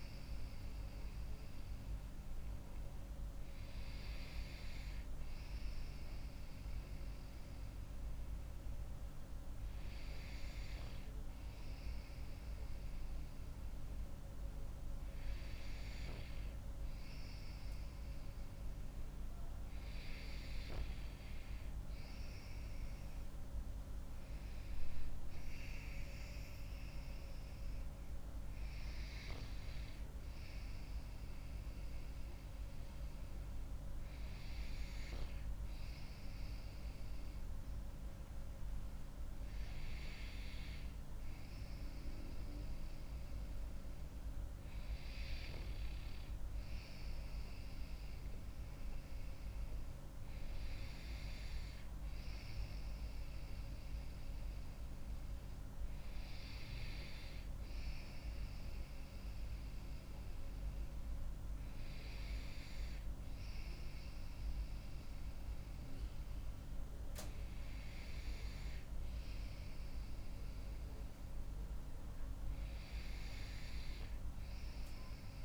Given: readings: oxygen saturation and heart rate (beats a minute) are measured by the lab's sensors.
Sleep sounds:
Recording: breathing in sleep, hard to hear, by a room microphone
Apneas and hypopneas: none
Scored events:
none scored
From the record:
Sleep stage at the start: N2 (light sleep)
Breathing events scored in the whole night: 89 in 5.5 hours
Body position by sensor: on the back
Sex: female

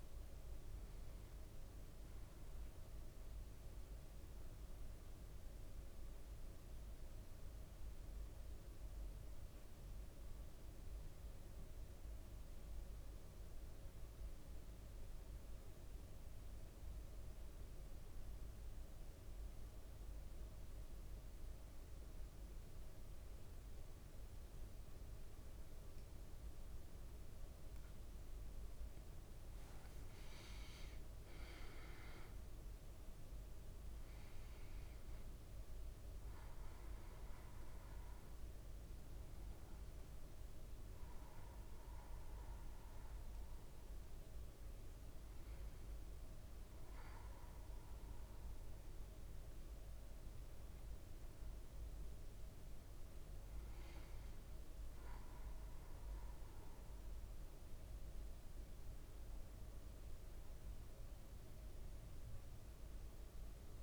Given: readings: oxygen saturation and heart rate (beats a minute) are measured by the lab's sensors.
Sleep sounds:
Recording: breathing in sleep, hard to hear, by a room microphone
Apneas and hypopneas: 1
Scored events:
0.00-1.00 s: arousal
3.50-28.50 s: mixed apnea (oxygen 97% before, 94% lowest, heart rate 59 before, 55 extreme, up 5 after)
25.00-63.83 s: new sleep stage, N2 (light sleep)
28.00-59.00 s: oxygen desaturation (device-marked, oxygen 99% before, 94% lowest, heart rate 55 before, 55 extreme)
31.50-35.50 s: arousal
From the record:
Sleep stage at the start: N1 (lightest sleep)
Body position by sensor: on the back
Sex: male

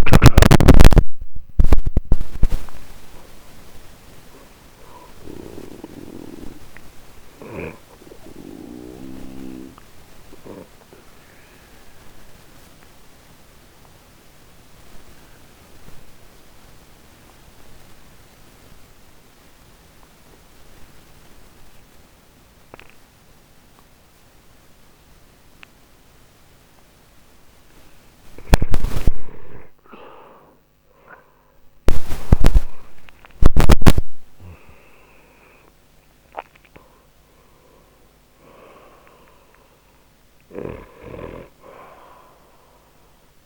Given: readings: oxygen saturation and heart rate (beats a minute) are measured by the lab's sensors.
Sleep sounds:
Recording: breathing in sleep by a microphone on the trachea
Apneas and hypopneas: 1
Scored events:
0.00-3.00 s: arousal
9.00-26.50 s: obstructive apnea (oxygen 97% before, 90% lowest, heart rate 70 before, 61 extreme, up 28 after)
31.50-36.50 s: arousal
31.50-43.46 s: oxygen desaturation (device-marked, oxygen 97% before, 90% lowest, heart rate 62 before, 54 extreme)
40.50-43.46 s: snoring (device-marked)
From the record:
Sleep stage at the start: N2 (light sleep)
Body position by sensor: on the right side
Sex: male

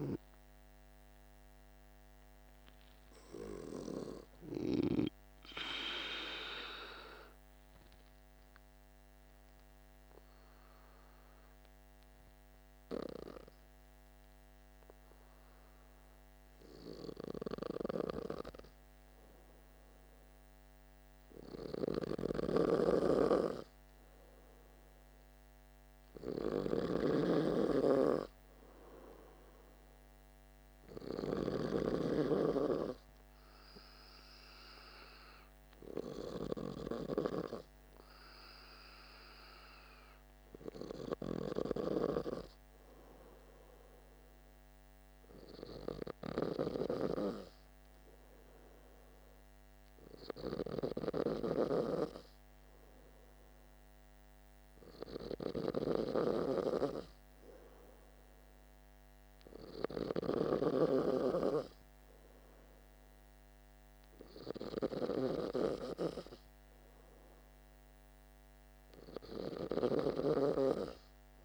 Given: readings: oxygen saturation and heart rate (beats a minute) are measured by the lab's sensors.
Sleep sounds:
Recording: breathing in sleep by a microphone on the trachea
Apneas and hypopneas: 1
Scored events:
0.00-3.00 s: arousal
5.00-17.00 s: obstructive apnea (oxygen 96% before, 94% lowest, heart rate 54 before, 48 extreme, up 0 after)
20.50-23.00 s: arousal
21.50-70.00 s: snoring (device-marked)
30.50-47.50 s: oxygen desaturation (device-marked, oxygen 98% before, 94% lowest, heart rate 49 before, 48 extreme)
From the record:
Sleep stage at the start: N2 (light sleep)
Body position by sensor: on the back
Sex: male

